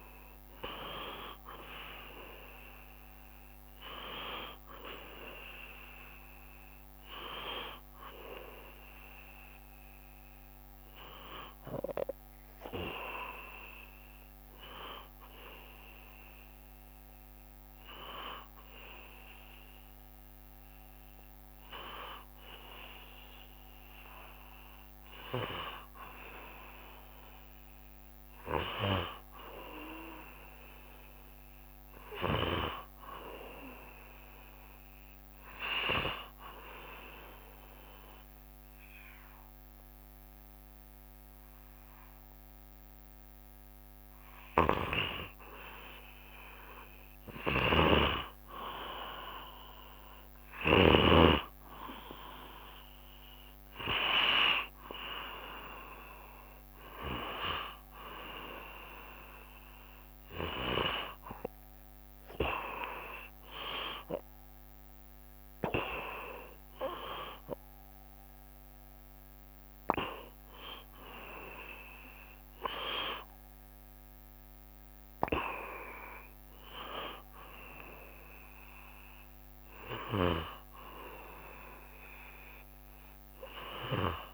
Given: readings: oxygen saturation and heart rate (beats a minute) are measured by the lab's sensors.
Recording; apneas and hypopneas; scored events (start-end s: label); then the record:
breathing in sleep by a microphone on the trachea; 1
0.00-25.00 s: oxygen desaturation (device-marked, oxygen 79% lowest, heart rate 68 extreme)
4.00-84.34 s: new sleep stage, N1 (lightest sleep)
25.00-29.00 s: arousal
35.00-46.00 s: hypopnea (oxygen 94% before, 86% lowest, heart rate 69 before, 69 extreme, up 2 after)
49.50-54.00 s: arousal
58.00-70.00 s: oxygen desaturation (device-marked, oxygen 89% before, 86% lowest, heart rate 70 before, 70 extreme)
77.50-81.50 s: arousal
From the record:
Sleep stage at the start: N2 (light sleep); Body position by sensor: on the back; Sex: male